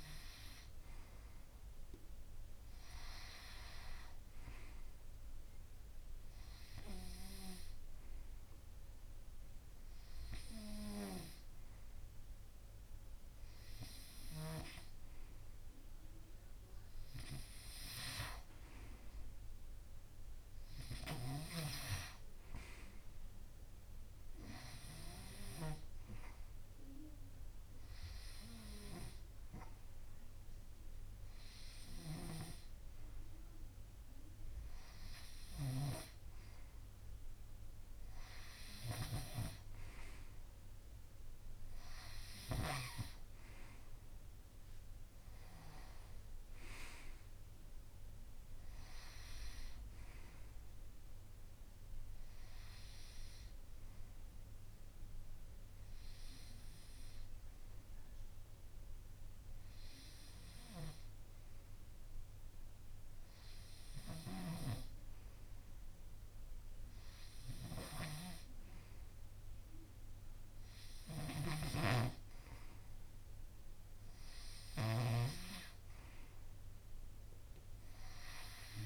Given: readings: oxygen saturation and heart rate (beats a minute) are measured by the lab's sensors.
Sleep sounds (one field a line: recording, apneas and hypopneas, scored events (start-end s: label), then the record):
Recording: breathing in sleep by a room microphone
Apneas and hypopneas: 1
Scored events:
44.00-48.00 s: arousal
53.50-68.00 s: hypopnea (oxygen 91% before, 89% lowest, heart rate 34 before, 57 extreme, up 30 after)
70.00-73.00 s: arousal
72.00-76.00 s: snoring (device-marked)
73.50-78.86 s: oxygen desaturation (device-marked, oxygen 93% before, 89% lowest, heart rate 156 before, 50 extreme)
From the record:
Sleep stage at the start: N2 (light sleep)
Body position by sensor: on the right side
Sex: male